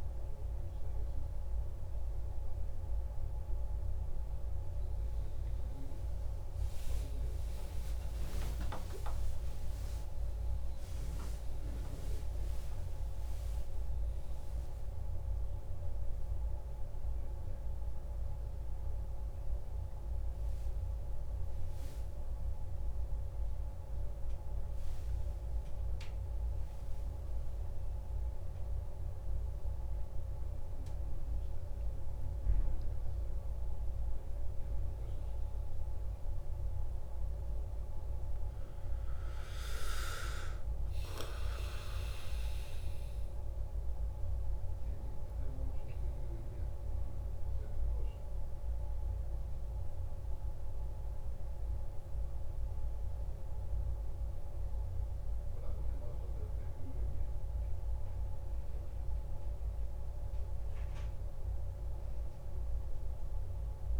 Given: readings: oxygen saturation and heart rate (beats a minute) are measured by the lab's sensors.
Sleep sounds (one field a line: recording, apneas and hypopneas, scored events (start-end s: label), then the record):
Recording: a person awake in a sleep study, hard to hear, by a room microphone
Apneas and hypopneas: none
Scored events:
50.50-64.00 s: new sleep stage, N1 (lightest sleep)
From the record:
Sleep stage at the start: awake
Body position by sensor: on the back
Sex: male